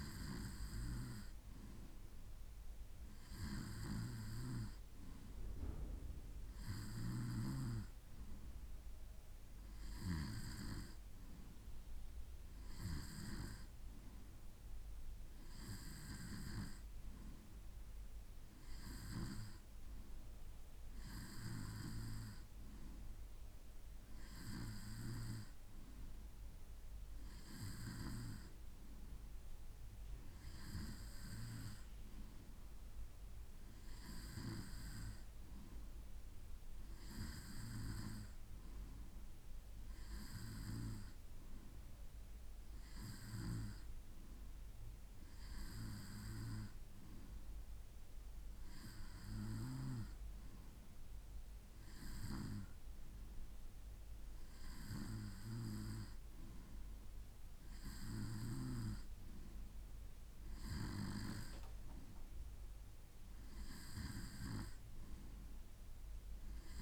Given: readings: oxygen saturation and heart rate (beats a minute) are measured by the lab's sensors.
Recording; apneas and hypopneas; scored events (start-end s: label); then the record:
breathing in sleep by a room microphone; none
none scored
From the record:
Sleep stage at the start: N2 (light sleep); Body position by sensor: on the right side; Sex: male